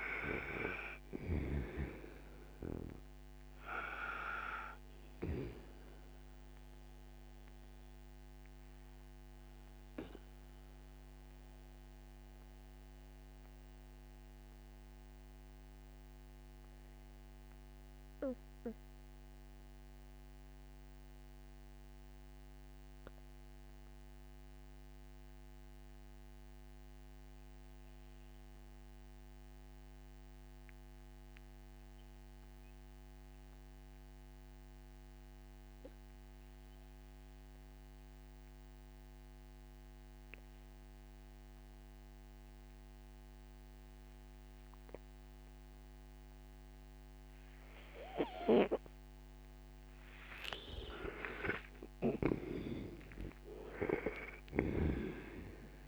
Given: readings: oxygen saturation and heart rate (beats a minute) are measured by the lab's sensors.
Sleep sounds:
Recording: breathing in sleep by a microphone on the trachea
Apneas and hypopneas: 1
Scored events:
0.00-27.50 s: oxygen desaturation (device-marked, oxygen 82% lowest, heart rate 59 extreme)
7.00-50.00 s: mixed apnea (oxygen 98% before, 77% lowest, heart rate 70 before, 59 extreme, up 13 after)
38.50-55.88 s: oxygen desaturation (device-marked, oxygen 98% before, 77% lowest, heart rate 63 before, 60 extreme)
51.00-55.50 s: arousal
54.00-55.88 s: snoring (device-marked)
From the record:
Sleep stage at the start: N2 (light sleep)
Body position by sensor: on the right side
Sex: male

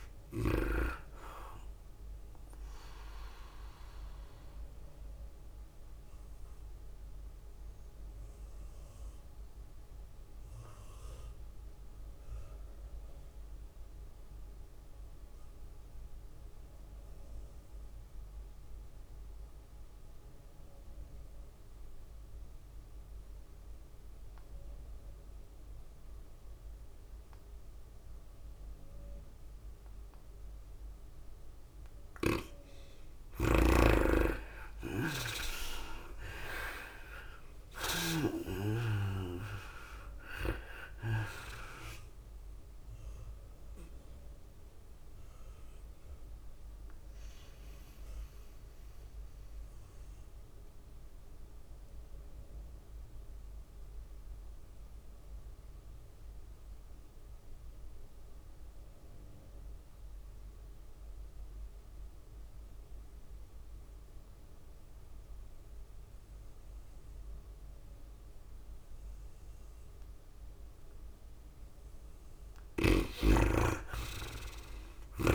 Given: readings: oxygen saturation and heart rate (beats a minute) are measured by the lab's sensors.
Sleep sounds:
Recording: breathing in sleep by a room microphone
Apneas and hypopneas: 2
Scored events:
0.00-11.00 s: drop in pulse transit time (device-marked, heart rate 103 extreme)
0.00-15.00 s: oxygen desaturation (device-marked, oxygen 78% lowest, heart rate 99 extreme)
0.00-25.00 s: tachycardia (device-marked, heart rate 110 extreme)
3.00-31.00 s: mixed apnea (oxygen 99% before, 78% lowest, heart rate 103 before, 99 extreme, up 6 after)
22.00-59.00 s: oxygen desaturation (device-marked, oxygen 100% before, 79% lowest, heart rate 107 before, 99 extreme)
31.00-67.00 s: tachycardia (device-marked, heart rate 104 before, 110 extreme)
34.50-38.50 s: arousal
38.00-53.00 s: drop in pulse transit time (device-marked, heart rate 102 before, 106 extreme)
44.50-70.00 s: mixed apnea (oxygen 100% before, 79% lowest, heart rate 103 before, 100 extreme, up 2 after)
70.00-75.34 s: oxygen desaturation (device-marked, oxygen 100% before, 81% lowest, heart rate 104 before, 101 extreme)
72.00-75.34 s: tachycardia (device-marked, heart rate 104 before, 110 extreme)
72.50-75.00 s: arousal
From the record:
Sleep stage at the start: N2 (light sleep)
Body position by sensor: on the back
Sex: female

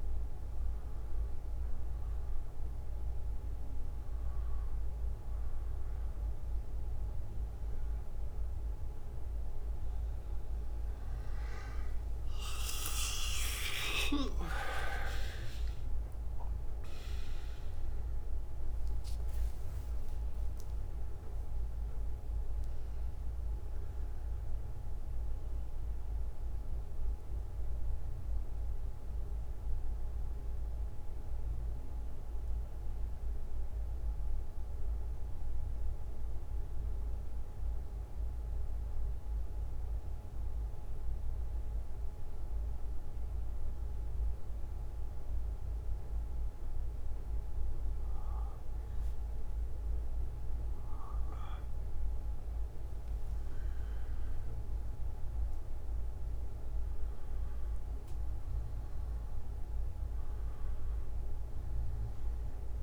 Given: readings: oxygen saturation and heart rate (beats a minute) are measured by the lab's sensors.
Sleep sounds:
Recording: breathing in sleep by a room microphone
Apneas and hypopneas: 1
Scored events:
2.00-28.00 s: oxygen desaturation (device-marked, oxygen 99% before, 94% lowest, heart rate 58 before, 48 extreme)
13.00-17.50 s: arousal
21.00-52.00 s: bradycardia (device-marked, heart rate 64 before, 48 extreme)
29.50-53.50 s: mixed apnea (oxygen 98% before, 92% lowest, heart rate 63 before, 48 extreme, up 13 after)
32.00-62.83 s: new sleep stage, N2 (light sleep)
56.00-59.50 s: arousal
57.00-62.83 s: oxygen desaturation (device-marked, oxygen 99% before, 92% lowest, heart rate 57 before, 51 extreme)
From the record:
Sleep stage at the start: N1 (lightest sleep)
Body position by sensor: on the back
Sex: male

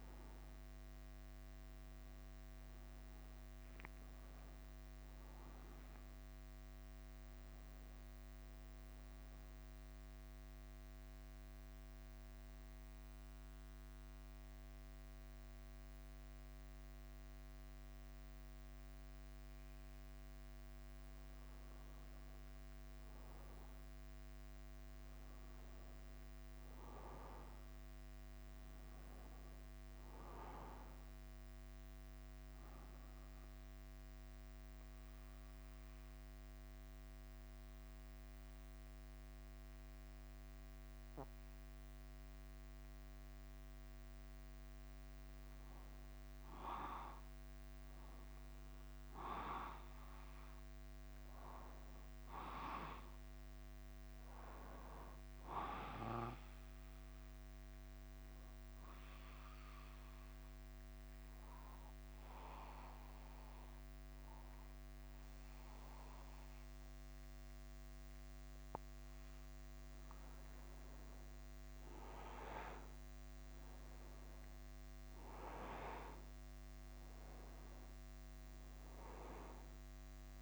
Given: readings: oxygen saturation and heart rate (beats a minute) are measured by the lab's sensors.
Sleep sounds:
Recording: breathing in sleep by a microphone on the trachea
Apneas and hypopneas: 3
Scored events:
0.00-80.42 s: bradycardia (device-marked, heart rate 45 extreme)
3.50-7.00 s: arousal
9.50-20.50 s: central apnea (oxygen 97% before, 95% lowest, heart rate 52 before, 50 extreme, up 2 after)
22.50-26.50 s: arousal
33.50-44.50 s: obstructive apnea (oxygen 98% before, 94% lowest, heart rate 51 before, 49 extreme, up 2 after)
48.00-52.00 s: arousal
57.50-69.50 s: obstructive apnea (oxygen 97% before, 94% lowest, heart rate 51 before, 51 extreme, up 5 after)
73.50-78.00 s: arousal
From the record:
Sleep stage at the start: N2 (light sleep)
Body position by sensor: on the back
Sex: male

